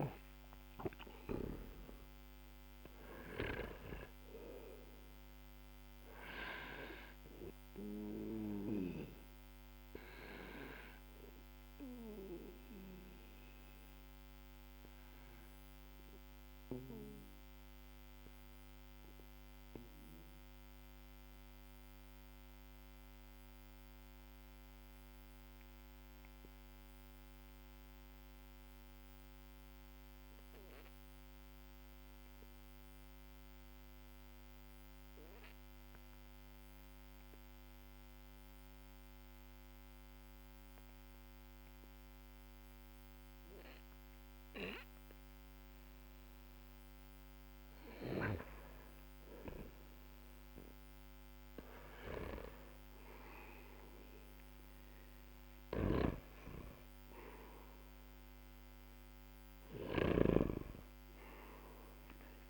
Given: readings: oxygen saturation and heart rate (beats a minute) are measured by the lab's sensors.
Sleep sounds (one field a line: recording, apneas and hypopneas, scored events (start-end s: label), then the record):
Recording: breathing in sleep by a microphone on the trachea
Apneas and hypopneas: 1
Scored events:
0.00-29.50 s: oxygen desaturation (device-marked, oxygen 93% lowest, heart rate 44 extreme)
5.00-52.00 s: obstructive apnea (oxygen 100% before, 93% lowest, heart rate 55 before, 44 extreme, up 6 after)
51.50-62.50 s: oxygen desaturation (device-marked, oxygen 99% before, 93% lowest, heart rate 57 before, 44 extreme)
54.00-58.50 s: arousal
55.50-62.50 s: snoring (device-marked)
From the record:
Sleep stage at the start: N2 (light sleep)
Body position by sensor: on the back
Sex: male